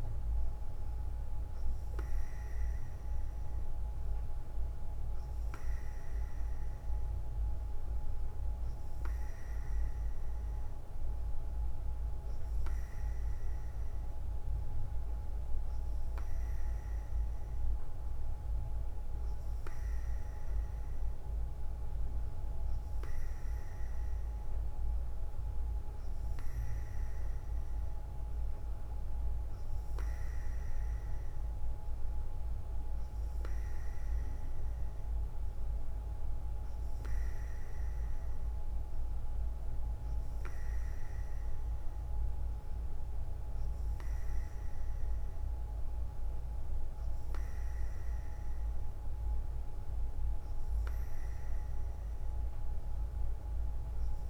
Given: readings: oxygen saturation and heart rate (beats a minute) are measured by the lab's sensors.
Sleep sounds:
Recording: breathing in sleep, hard to hear, by a room microphone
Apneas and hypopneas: none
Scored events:
none scored
From the record:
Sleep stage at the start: N3 (deep sleep)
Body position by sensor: on the front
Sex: female

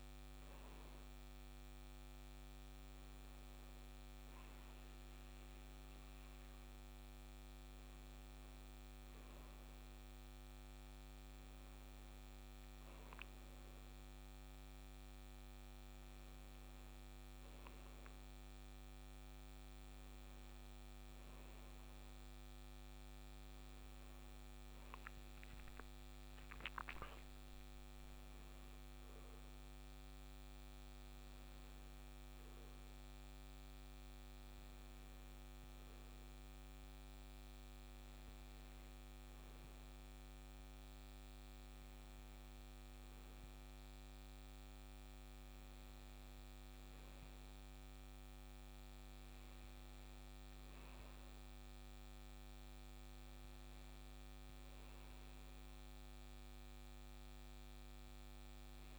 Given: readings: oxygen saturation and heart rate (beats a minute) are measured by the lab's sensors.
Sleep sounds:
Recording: breathing in sleep, hard to hear, by a microphone on the trachea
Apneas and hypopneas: none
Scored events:
17.00-58.99 s: new sleep stage, N2 (light sleep)
From the record:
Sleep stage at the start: N1 (lightest sleep)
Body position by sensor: on the back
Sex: male

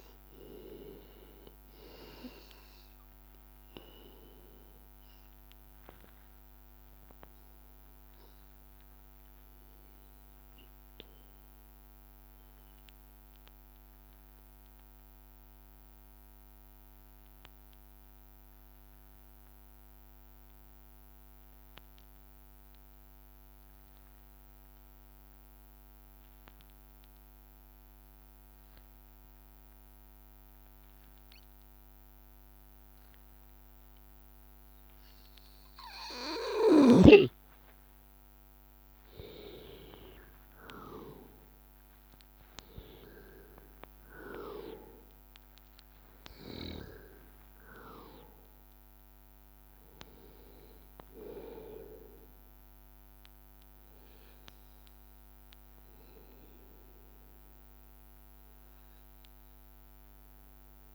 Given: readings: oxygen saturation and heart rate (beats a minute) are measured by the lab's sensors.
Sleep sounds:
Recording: breathing in sleep by a microphone on the trachea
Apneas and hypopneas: 1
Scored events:
0.00-13.00 s: oxygen desaturation (device-marked, oxygen 93% lowest, heart rate 81 extreme)
15.00-31.00 s: hypopnea (oxygen 98% before, 91% lowest, heart rate 84 before, 82 extreme, up 0 after)
30.00-60.94 s: oxygen desaturation (device-marked, oxygen 98% before, 91% lowest, heart rate 83 before, 82 extreme)
39.00-44.00 s: arousal
From the record:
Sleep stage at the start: N2 (light sleep)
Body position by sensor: on the back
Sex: male

